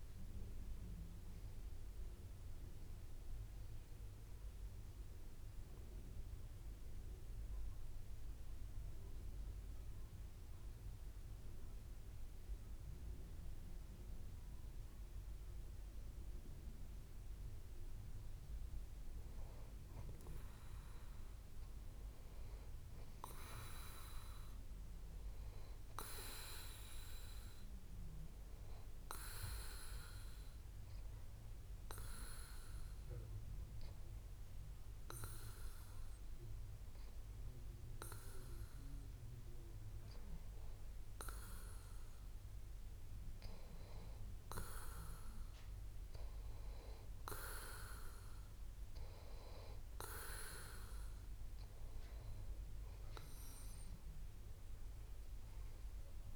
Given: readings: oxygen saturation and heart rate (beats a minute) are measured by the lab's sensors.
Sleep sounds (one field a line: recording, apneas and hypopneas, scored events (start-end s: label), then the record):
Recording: breathing in sleep by a room microphone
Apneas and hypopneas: 2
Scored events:
0.00-15.50 s: oxygen desaturation (device-marked, oxygen 91% lowest)
7.00-18.00 s: obstructive apnea (oxygen 96% before, 91% lowest)
19.00-23.00 s: arousal
31.00-45.00 s: hypopnea (oxygen 95% before, 91% lowest)
46.50-50.00 s: arousal
From the record:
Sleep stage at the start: N2 (light sleep)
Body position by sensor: on the back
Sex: male